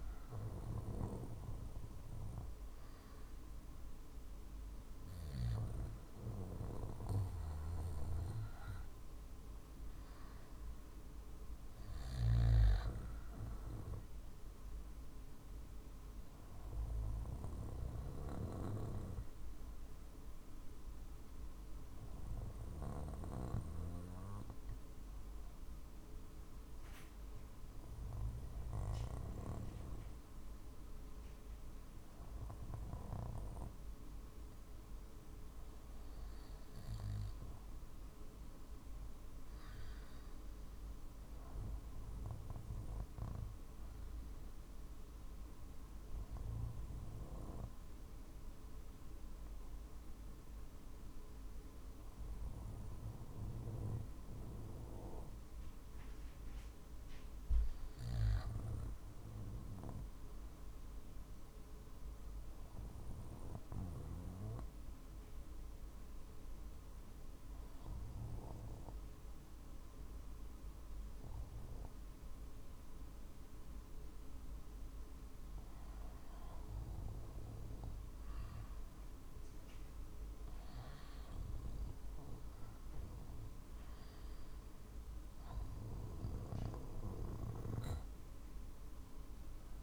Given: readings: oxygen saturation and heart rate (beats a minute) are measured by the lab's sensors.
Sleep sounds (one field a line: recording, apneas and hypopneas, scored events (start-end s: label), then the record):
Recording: breathing in sleep by a room microphone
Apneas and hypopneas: 2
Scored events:
0.00-49.50 s: oxygen desaturation (device-marked, oxygen 88% lowest, heart rate 49 extreme)
13.50-27.50 s: drop in pulse transit time (device-marked, heart rate 50 before, 50 extreme)
16.00-29.00 s: obstructive apnea (oxygen 96% before, 88% lowest, heart rate 50 before, 49 extreme)
31.50-35.50 s: arousal
45.00-79.50 s: hypopnea (oxygen 91% before, 87% lowest, heart rate 49 before, 49 extreme, up 1 after)
61.50-77.50 s: drop in pulse transit time (device-marked, heart rate 49 before, 49 extreme)
85.00-89.00 s: arousal
86.50-89.83 s: oxygen desaturation (device-marked, oxygen 91% before, 87% lowest, heart rate 49 before, 48 extreme)
From the record:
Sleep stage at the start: REM sleep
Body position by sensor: on the back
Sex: male